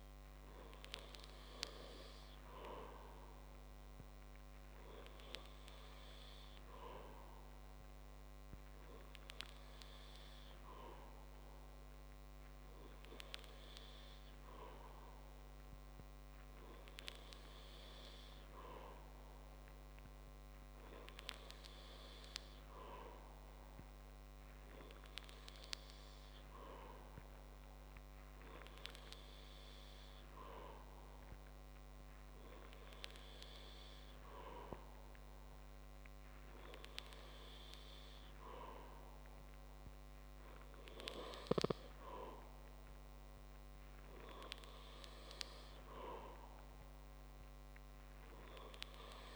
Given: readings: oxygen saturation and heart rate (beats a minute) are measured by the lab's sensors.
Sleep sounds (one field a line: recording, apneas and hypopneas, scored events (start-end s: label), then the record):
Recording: breathing in sleep by a microphone on the trachea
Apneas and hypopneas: none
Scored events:
none scored
From the record:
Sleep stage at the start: N2 (light sleep)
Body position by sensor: on the back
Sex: male